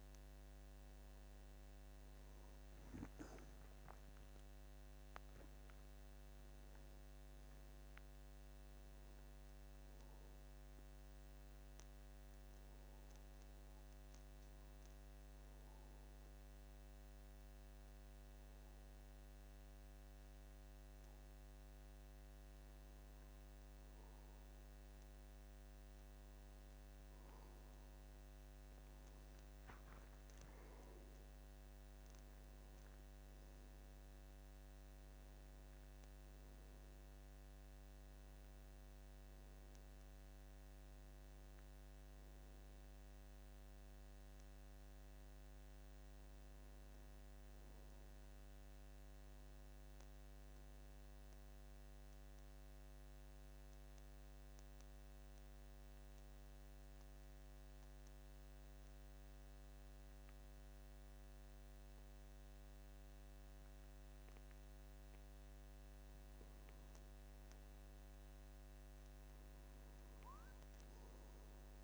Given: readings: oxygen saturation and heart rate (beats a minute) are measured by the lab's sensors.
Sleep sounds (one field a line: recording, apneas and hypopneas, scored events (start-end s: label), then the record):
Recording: breathing in sleep, hard to hear, by a microphone on the trachea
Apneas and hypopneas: 2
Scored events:
4.50-7.50 s: arousal
12.50-26.50 s: hypopnea (oxygen 93% before, 88% lowest, heart rate 77 before, 75 extreme, up 4 after)
21.00-71.83 s: new sleep stage, N2 (light sleep)
29.50-33.50 s: arousal
51.50-67.50 s: obstructive apnea (oxygen 93% before, 88% lowest, heart rate 77 before, 73 extreme, up 4 after)
70.00-71.83 s: oxygen desaturation (device-marked, oxygen 93% before, 88% lowest, heart rate 75 before, 72 extreme)
From the record:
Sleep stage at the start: N1 (lightest sleep)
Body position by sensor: on the back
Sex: male